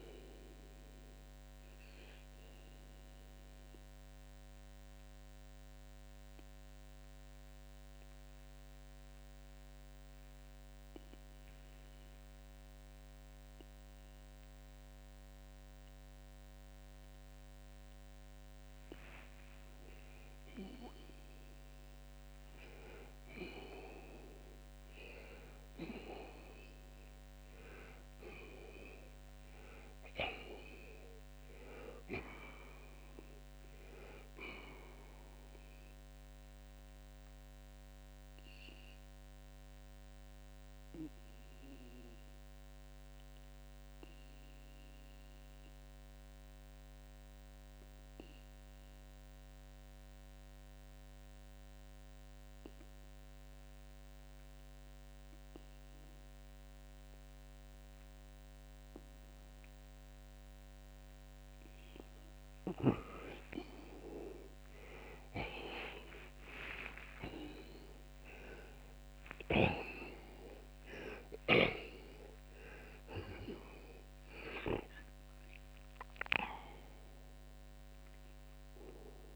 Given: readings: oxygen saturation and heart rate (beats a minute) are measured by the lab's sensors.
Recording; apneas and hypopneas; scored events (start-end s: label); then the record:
breathing in sleep by a microphone on the trachea; 2
1.50-20.00 s: obstructive apnea (oxygen 90% before, 79% lowest, heart rate 96 before, 57 extreme, up 41 after)
3.50-29.50 s: oxygen desaturation (device-marked, oxygen 89% before, 79% lowest, heart rate 96 before, 59 extreme)
21.50-27.50 s: arousal
34.50-61.00 s: obstructive apnea (oxygen 90% before, 78% lowest, heart rate 89 before, 59 extreme, up 39 after)
48.50-63.50 s: oxygen desaturation (device-marked, oxygen 91% before, 83% lowest, heart rate 86 before, 65 extreme)
65.50-70.00 s: arousal
From the record:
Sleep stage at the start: N2 (light sleep); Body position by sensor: on the left side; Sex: male